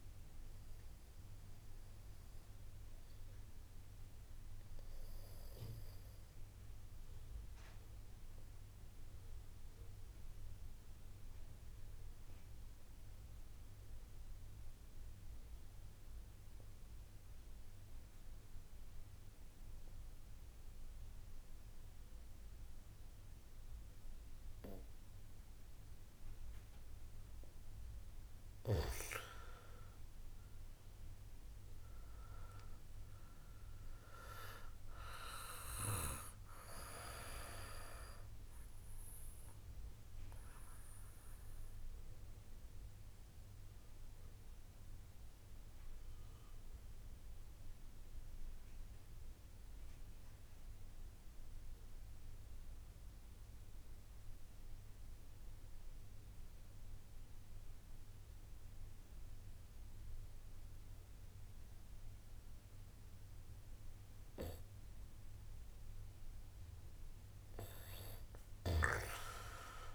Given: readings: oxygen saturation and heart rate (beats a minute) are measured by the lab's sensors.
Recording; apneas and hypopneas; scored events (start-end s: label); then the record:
breathing in sleep by a room microphone; 2
0.00-16.00 s: oxygen desaturation (device-marked, oxygen 87% lowest, heart rate 27 extreme)
7.50-26.50 s: obstructive apnea (oxygen 96% before, 86% lowest, heart rate 55 before, 40 extreme, up 1 after)
27.00-52.00 s: oxygen desaturation (device-marked, oxygen 97% before, 86% lowest, heart rate 64 before, 40 extreme)
30.00-34.00 s: arousal
41.00-65.50 s: obstructive apnea (oxygen 97% before, 86% lowest, heart rate 54 before, 49 extreme, up 20 after)
65.00-69.95 s: oxygen desaturation (device-marked, oxygen 97% before, 86% lowest, heart rate 64 before, 60 extreme)
From the record:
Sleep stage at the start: N2 (light sleep); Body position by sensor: on the back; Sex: male